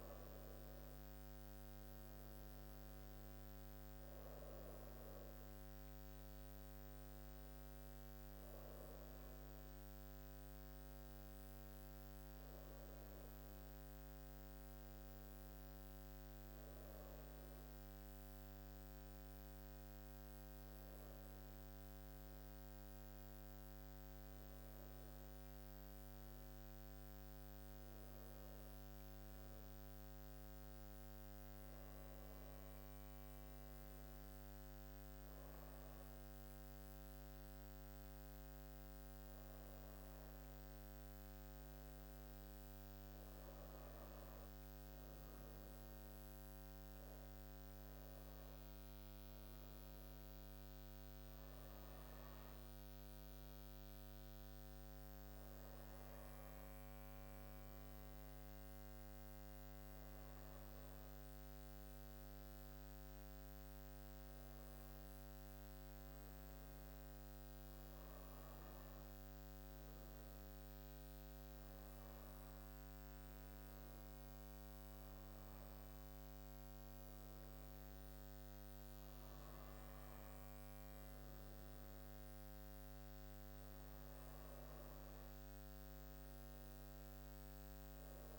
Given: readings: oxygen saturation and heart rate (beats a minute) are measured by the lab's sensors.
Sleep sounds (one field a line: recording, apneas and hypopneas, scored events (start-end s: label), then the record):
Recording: breathing in sleep, hard to hear, by a microphone on the trachea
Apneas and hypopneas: none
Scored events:
0.00-1.00 s: arousal
From the record:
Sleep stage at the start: N2 (light sleep)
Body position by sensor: on the back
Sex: female